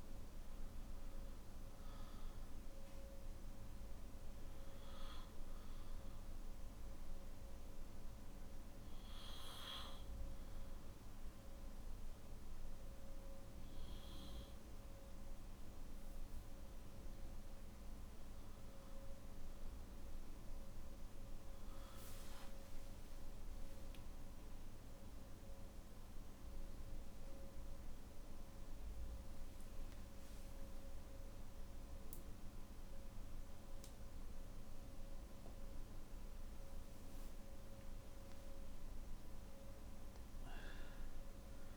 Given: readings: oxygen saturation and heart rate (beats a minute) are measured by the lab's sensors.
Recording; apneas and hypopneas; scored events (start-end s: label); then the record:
breathing in sleep, hard to hear, by a room microphone; none
0.00-4.50 s: oxygen desaturation (device-marked, oxygen 93% lowest, heart rate 49 extreme)
23.50-25.50 s: long interval between heartbeats (device-marked, heart rate 52 before, 62 extreme)
From the record:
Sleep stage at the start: N3 (deep sleep); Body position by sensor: on the back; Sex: male